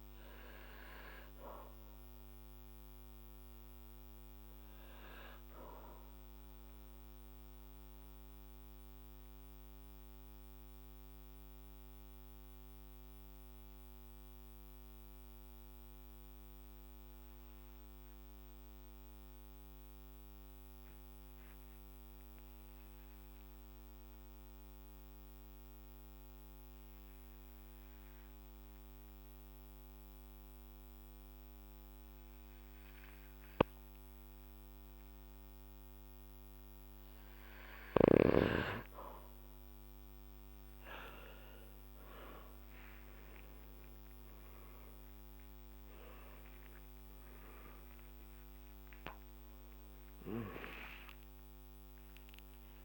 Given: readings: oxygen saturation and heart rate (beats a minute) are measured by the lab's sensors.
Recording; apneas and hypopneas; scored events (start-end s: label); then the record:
breathing in sleep by a microphone on the trachea; 1
6.00-37.00 s: mixed apnea (oxygen 99% before, 95% lowest, heart rate 60 before, 51 extreme, up 10 after)
43.00-50.00 s: arousal
50.00-52.00 s: long interval between heartbeats (device-marked, heart rate 57 before, 79 extreme)
From the record:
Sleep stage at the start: N2 (light sleep); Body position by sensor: on the back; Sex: male